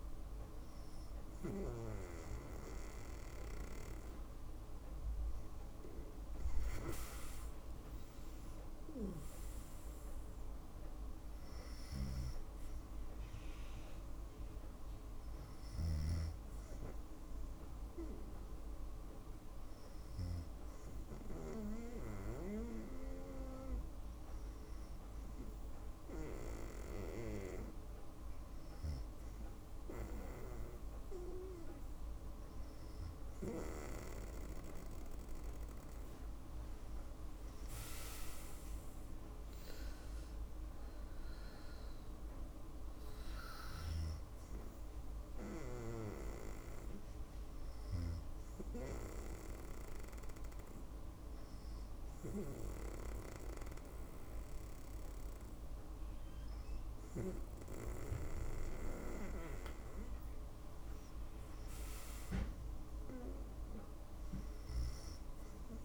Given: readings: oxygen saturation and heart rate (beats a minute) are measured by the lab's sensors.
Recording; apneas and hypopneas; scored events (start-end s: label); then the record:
breathing in sleep by a room microphone; none
none scored
From the record:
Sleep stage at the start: N2 (light sleep); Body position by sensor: on the right side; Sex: female